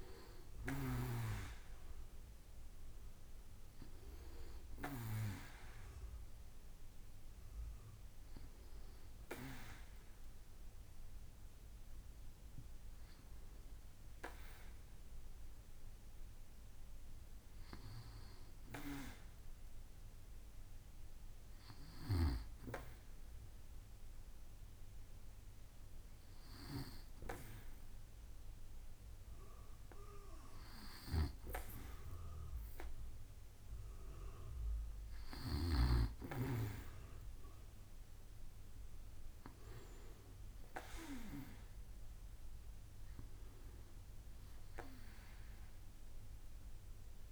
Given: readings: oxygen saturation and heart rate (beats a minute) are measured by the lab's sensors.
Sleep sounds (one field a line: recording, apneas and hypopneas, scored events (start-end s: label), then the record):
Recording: breathing in sleep by a room microphone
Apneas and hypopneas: none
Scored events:
none scored
From the record:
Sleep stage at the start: N2 (light sleep)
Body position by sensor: on the back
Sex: male